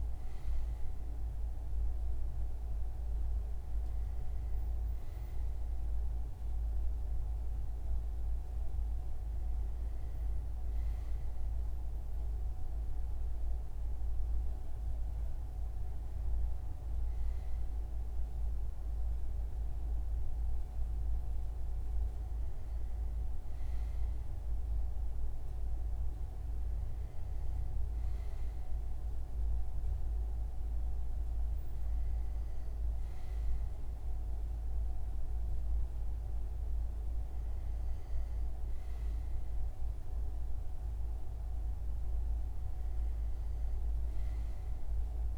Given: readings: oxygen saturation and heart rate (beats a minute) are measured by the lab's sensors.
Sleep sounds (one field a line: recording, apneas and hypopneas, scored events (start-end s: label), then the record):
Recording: breathing in sleep, hard to hear, by a room microphone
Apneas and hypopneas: none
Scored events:
none scored
From the record:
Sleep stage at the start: N2 (light sleep)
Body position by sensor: on the front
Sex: male